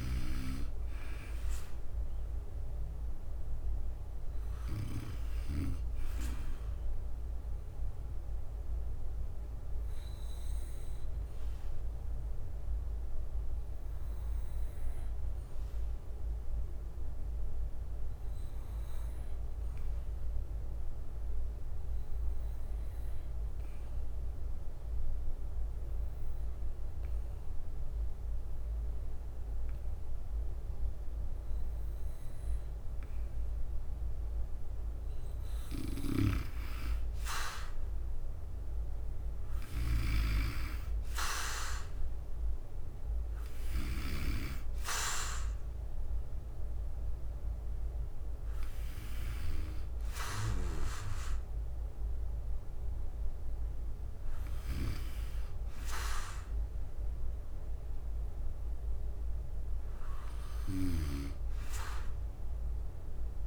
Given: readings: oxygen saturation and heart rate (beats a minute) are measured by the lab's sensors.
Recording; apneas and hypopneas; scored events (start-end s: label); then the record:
breathing in sleep by a room microphone; 1
0.00-40.00 s: bradycardia (device-marked, heart rate 50 extreme)
5.00-33.50 s: obstructive apnea (oxygen 96% before, 93% lowest, heart rate 55 before, 50 extreme, up 8 after)
29.00-59.00 s: drop in pulse transit time (device-marked, heart rate 52 before, 50 extreme)
37.50-42.00 s: arousal
45.00-63.47 s: bradycardia (device-marked, heart rate 57 before, 42 extreme)
From the record:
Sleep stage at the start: N2 (light sleep); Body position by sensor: on the back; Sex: male